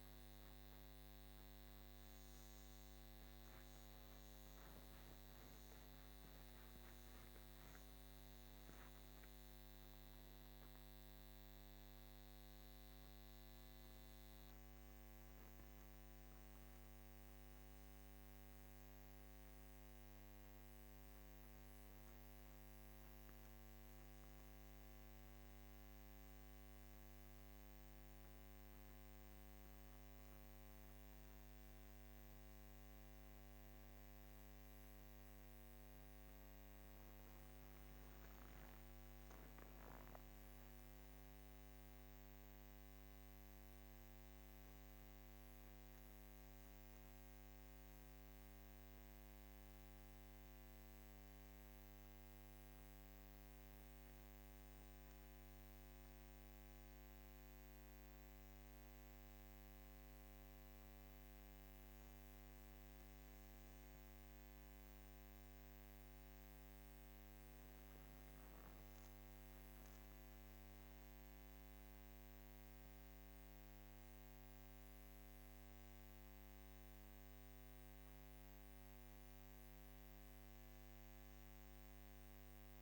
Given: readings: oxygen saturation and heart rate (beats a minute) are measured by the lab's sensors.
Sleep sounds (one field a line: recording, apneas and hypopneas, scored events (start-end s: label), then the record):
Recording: breathing in sleep, hard to hear, by a microphone on the trachea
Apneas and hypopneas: none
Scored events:
14.50-82.82 s: new sleep stage, N1 (lightest sleep)
From the record:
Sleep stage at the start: N2 (light sleep)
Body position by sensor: on the back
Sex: female